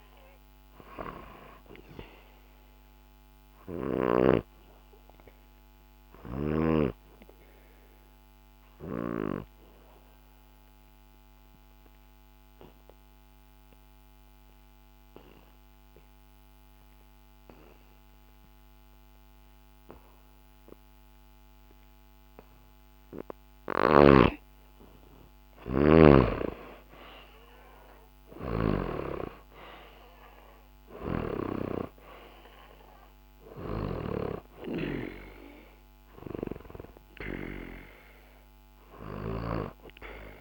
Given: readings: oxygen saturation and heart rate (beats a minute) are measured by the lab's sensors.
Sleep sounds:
breathing in sleep by a microphone on the trachea; 1
0.00-24.00 s: oxygen desaturation (device-marked, oxygen 88% lowest, heart rate 64 extreme)
3.50-23.00 s: obstructive apnea (oxygen 95% before, 88% lowest, heart rate 65 before, 64 extreme, up 0 after)
23.50-28.50 s: snoring (device-marked)
25.00-29.50 s: arousal
38.00-40.41 s: oxygen desaturation (device-marked, oxygen 97% before, 91% lowest, heart rate 65 before, 65 extreme)
From the record:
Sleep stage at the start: N2 (light sleep); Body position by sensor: on the back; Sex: male

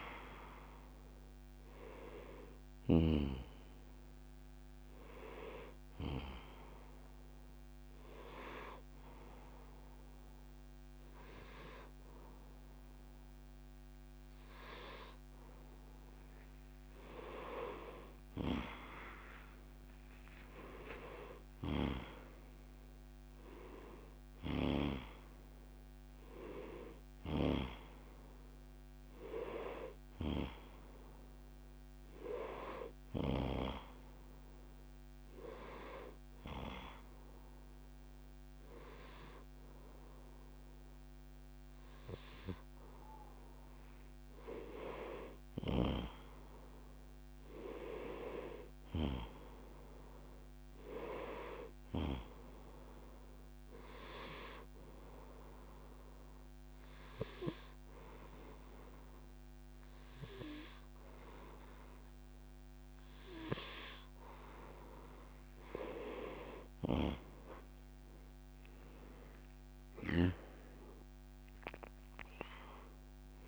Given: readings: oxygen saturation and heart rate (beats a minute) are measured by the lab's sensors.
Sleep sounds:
breathing in sleep by a microphone on the trachea; 3
7.00-17.50 s: obstructive apnea (oxygen 95% before, 92% lowest, heart rate 67 before, 65 extreme, up 3 after)
21.00-26.00 s: arousal
34.00-45.00 s: obstructive apnea (oxygen 94% before, 92% lowest, heart rate 67 before, 64 extreme, up 3 after)
38.50-73.48 s: new sleep stage, N2 (light sleep)
46.50-50.00 s: arousal
53.50-64.50 s: obstructive apnea (oxygen 95% before, 92% lowest, heart rate 66 before, 65 extreme, up 4 after)
69.00-73.00 s: arousal
From the record:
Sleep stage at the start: N1 (lightest sleep); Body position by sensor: on the right side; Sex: male

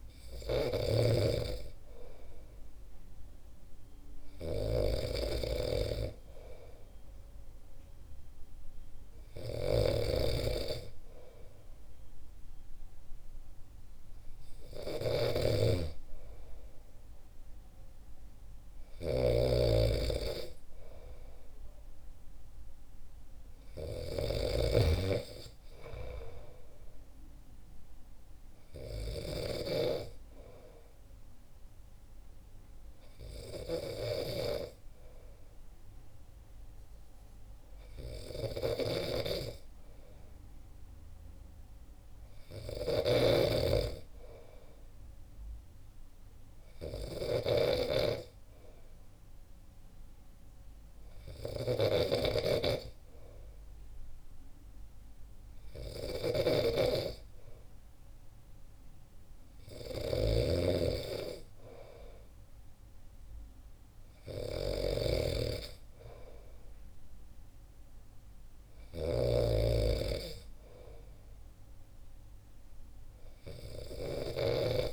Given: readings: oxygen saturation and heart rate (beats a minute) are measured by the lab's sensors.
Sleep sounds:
breathing in sleep by a room microphone; none
0.00-30.00 s: snoring (device-marked)
39.00-74.93 s: snoring (device-marked)
From the record:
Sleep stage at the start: N2 (light sleep); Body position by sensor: on the back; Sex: male

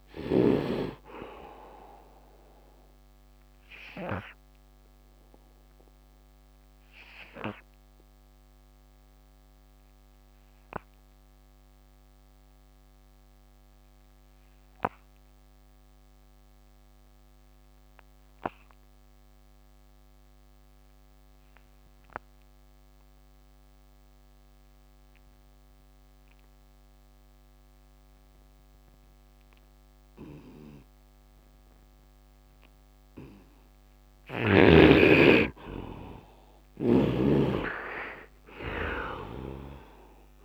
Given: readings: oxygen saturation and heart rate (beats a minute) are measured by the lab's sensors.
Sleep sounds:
breathing in sleep by a microphone on the trachea; 1
0.00-20.50 s: oxygen desaturation (device-marked, oxygen 72% lowest, heart rate 67 extreme)
5.00-34.50 s: obstructive apnea (oxygen 100% before, 68% lowest, heart rate 85 before, 67 extreme, up 26 after)
24.50-40.45 s: oxygen desaturation (device-marked, oxygen 99% before, 69% lowest, heart rate 71 before, 68 extreme)
36.50-40.45 s: snoring (device-marked)
37.00-40.45 s: arousal
From the record:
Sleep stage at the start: N2 (light sleep); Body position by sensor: on the right side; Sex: male

